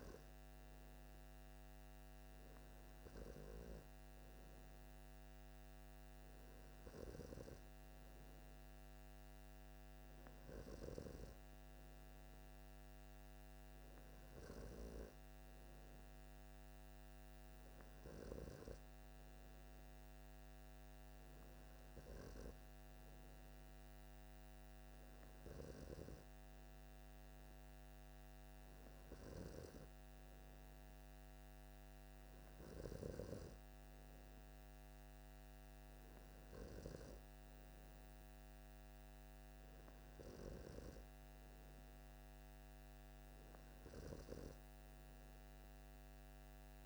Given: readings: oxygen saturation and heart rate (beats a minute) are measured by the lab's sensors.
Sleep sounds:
breathing in sleep by a microphone on the trachea; none
none scored
From the record:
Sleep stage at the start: N3 (deep sleep); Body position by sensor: on the left side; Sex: male

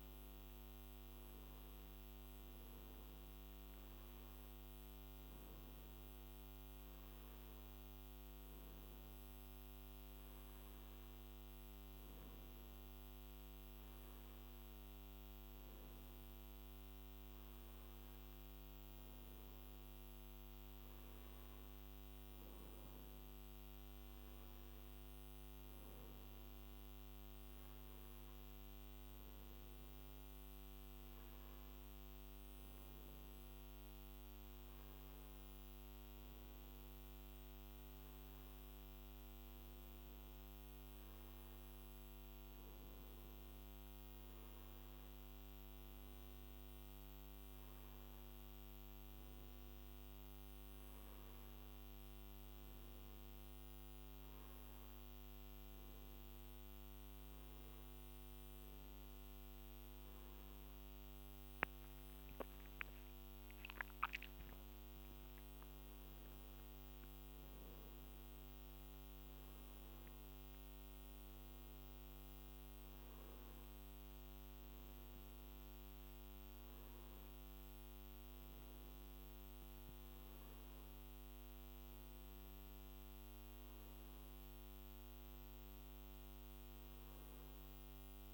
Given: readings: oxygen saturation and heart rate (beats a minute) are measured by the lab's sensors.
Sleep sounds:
a person awake in a sleep study, hard to hear, by a microphone on the trachea; none
none scored
From the record:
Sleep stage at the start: awake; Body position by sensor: on the back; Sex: male

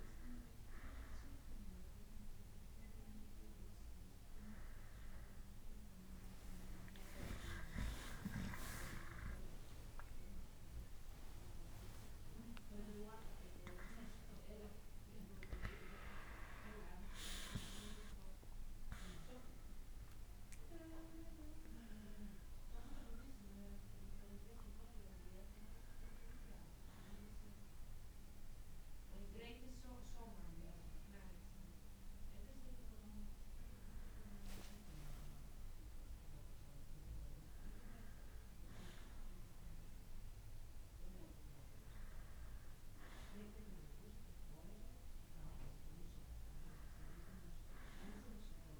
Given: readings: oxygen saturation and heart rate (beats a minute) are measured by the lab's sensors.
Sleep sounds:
breathing in sleep by a room microphone; none
14.50-18.50 s: arousal
From the record:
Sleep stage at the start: N1 (lightest sleep); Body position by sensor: on the back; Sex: male

